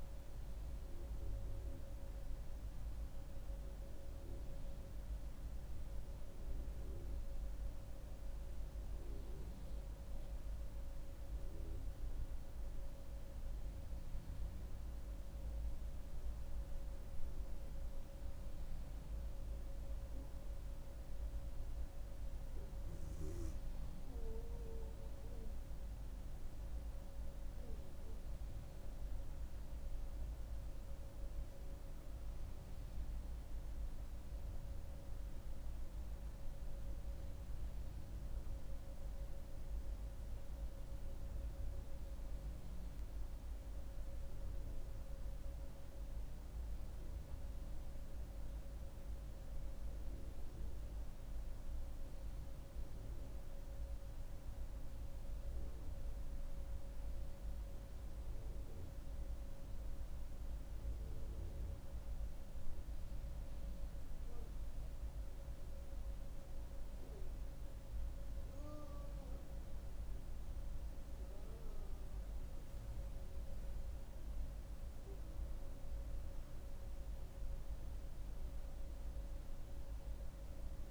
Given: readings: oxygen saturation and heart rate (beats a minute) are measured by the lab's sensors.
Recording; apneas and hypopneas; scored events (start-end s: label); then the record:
breathing in sleep, hard to hear, by a room microphone; 2
1.00-5.50 s: arousal
11.50-22.50 s: central apnea (oxygen 97% before, 91% lowest)
24.00-46.00 s: oxygen desaturation (device-marked, oxygen 95% before, 91% lowest)
25.00-28.00 s: arousal
44.00-48.00 s: arousal
50.50-66.50 s: central apnea (oxygen 96% before, 91% lowest)
68.00-72.50 s: arousal
71.00-80.91 s: oxygen desaturation (device-marked, oxygen 96% before, 92% lowest)
From the record:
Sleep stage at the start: N2 (light sleep); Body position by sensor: on the back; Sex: female